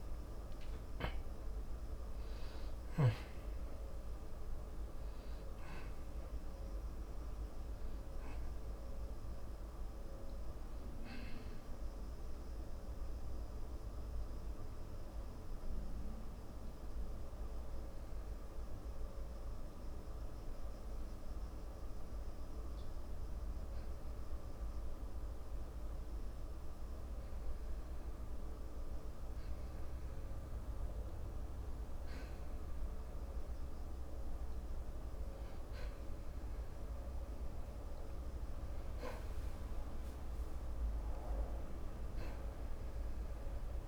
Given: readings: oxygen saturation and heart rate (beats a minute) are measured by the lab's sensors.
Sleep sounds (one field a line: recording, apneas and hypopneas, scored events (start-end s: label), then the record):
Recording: breathing in sleep, hard to hear, by a room microphone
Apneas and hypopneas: 1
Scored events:
0.00-1.50 s: arousal
0.00-25.00 s: oxygen desaturation (device-marked, oxygen 85% lowest, heart rate 55 extreme)
12.00-28.00 s: hypopnea (oxygen 93% before, 85% lowest, heart rate 82 before, 55 extreme, up 0 after)
34.00-37.00 s: arousal
38.00-43.88 s: oxygen desaturation (device-marked, oxygen 97% before, 93% lowest, heart rate 55 before, 55 extreme)
From the record:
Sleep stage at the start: N2 (light sleep)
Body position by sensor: on the back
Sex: male